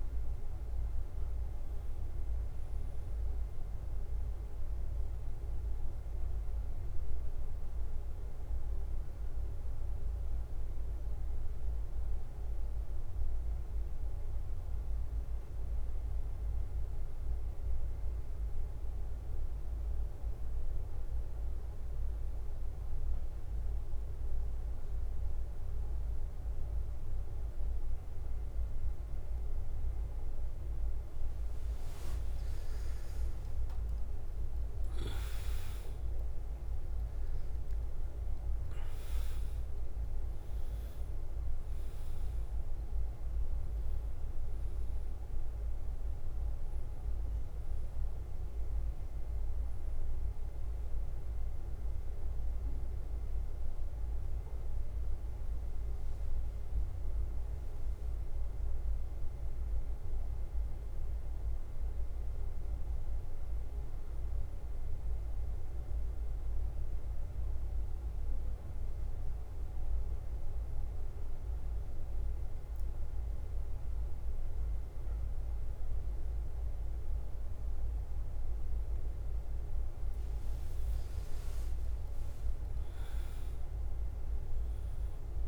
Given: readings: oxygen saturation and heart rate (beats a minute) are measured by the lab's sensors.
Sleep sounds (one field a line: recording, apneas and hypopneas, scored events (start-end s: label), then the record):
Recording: breathing in sleep, hard to hear, by a room microphone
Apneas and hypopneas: 2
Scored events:
0.00-1.50 s: arousal
0.00-43.50 s: bradycardia (device-marked, heart rate 45 extreme)
7.50-31.50 s: mixed apnea (oxygen 99% before, 93% lowest, heart rate 52 before, 49 extreme, up 5 after)
34.00-39.00 s: arousal
45.50-85.48 s: bradycardia (device-marked, heart rate 52 before, 46 extreme)
47.00-49.00 s: long interval between heartbeats (device-marked, heart rate 54 before, 60 extreme)
59.50-79.00 s: mixed apnea (oxygen 98% before, 93% lowest, heart rate 54 before, 49 extreme, up 6 after)
81.50-85.48 s: arousal
From the record:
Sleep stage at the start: N2 (light sleep)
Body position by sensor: on the back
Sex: male